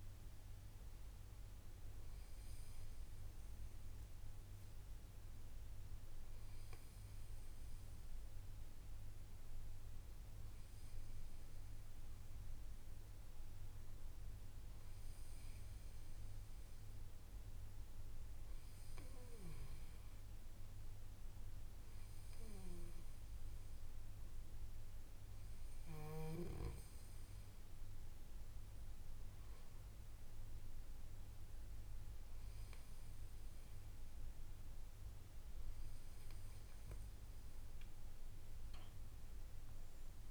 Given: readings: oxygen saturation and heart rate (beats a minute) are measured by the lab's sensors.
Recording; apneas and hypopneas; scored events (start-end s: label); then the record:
breathing in sleep, hard to hear, by a room microphone; none
none scored
From the record:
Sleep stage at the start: N2 (light sleep); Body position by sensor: on the back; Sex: male